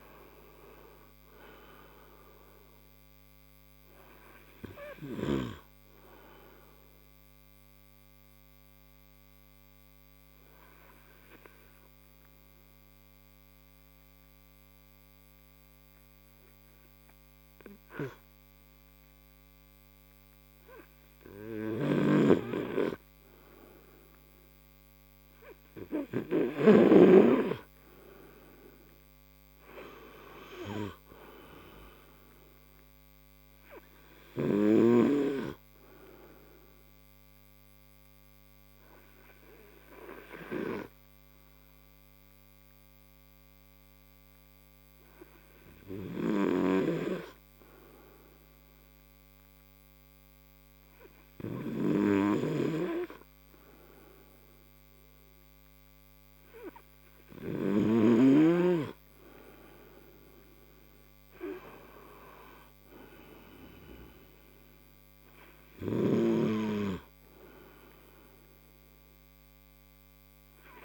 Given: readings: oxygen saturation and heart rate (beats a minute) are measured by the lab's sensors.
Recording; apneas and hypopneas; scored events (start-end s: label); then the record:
breathing in sleep by a microphone on the trachea; 2
0.00-2.00 s: arousal
0.00-11.00 s: oxygen desaturation (device-marked, oxygen 91% lowest)
7.50-23.50 s: obstructive apnea (oxygen 96% before, 91% lowest)
28.50-32.00 s: arousal
33.00-47.00 s: oxygen desaturation (device-marked, oxygen 97% before, 91% lowest)
39.00-58.00 s: obstructive apnea (oxygen 97% before, 90% lowest)
60.00-62.50 s: arousal
From the record:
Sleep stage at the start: N2 (light sleep); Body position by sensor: on the right side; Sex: male